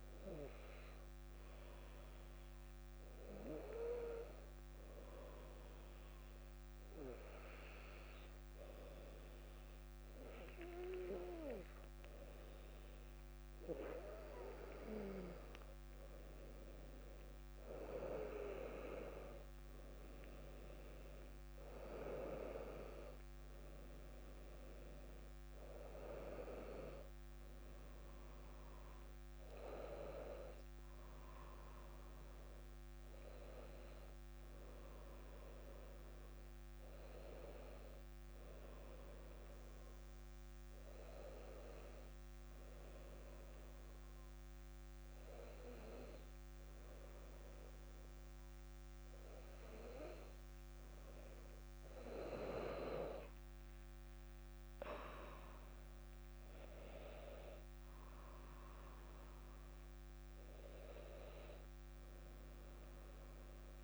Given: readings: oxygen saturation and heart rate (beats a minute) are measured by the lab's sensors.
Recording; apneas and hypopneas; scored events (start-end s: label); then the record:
breathing in sleep by a microphone on the trachea; 2
1.50-13.00 s: hypopnea (oxygen 99% before, 95% lowest, heart rate 63 before, 60 extreme, up 1 after)
13.00-37.00 s: oxygen desaturation (device-marked, oxygen 98% before, 95% lowest, heart rate 60 before, 59 extreme)
15.00-19.50 s: arousal
27.00-63.84 s: new sleep stage, N2 (light sleep)
39.50-51.50 s: hypopnea (oxygen 98% before, 95% lowest, heart rate 60 before, 59 extreme, up 7 after)
56.00-60.00 s: arousal
From the record:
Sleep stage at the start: N1 (lightest sleep); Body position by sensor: on the back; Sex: female